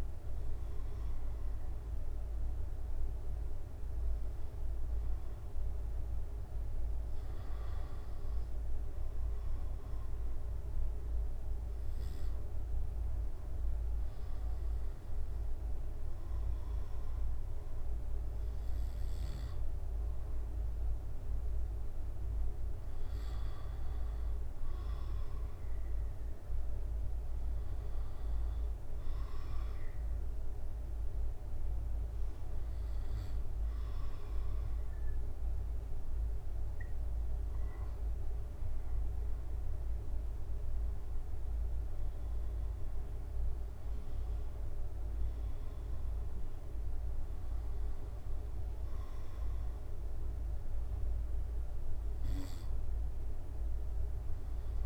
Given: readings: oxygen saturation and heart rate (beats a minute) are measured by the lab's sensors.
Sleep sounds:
breathing in sleep, hard to hear, by a room microphone; 1
28.00-38.00 s: obstructive apnea (oxygen 98% before, 94% lowest, heart rate 71 before, 70 extreme, up 4 after)
40.50-44.50 s: arousal
From the record:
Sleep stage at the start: N2 (light sleep); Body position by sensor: on the back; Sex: male

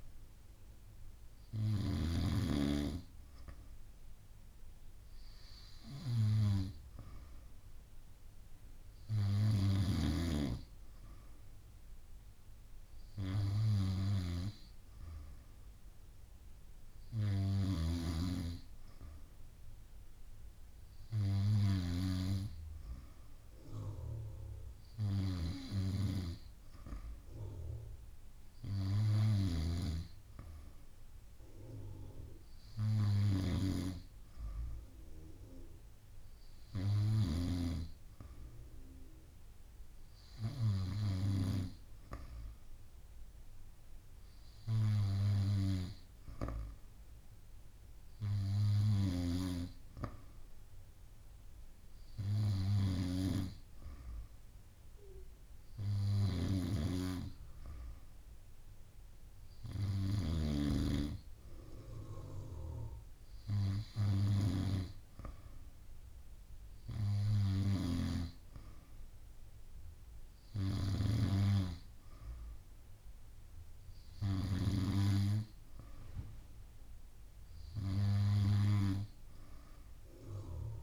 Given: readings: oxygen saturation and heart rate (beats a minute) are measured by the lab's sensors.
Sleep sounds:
breathing in sleep by a room microphone; none
0.00-2.00 s: snoring (device-marked)
17.50-22.00 s: snoring (device-marked)
29.00-37.50 s: snoring (device-marked)
52.50-60.50 s: snoring (device-marked)
67.50-71.00 s: snoring (device-marked)
From the record:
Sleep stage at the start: N2 (light sleep); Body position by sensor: on the back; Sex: female

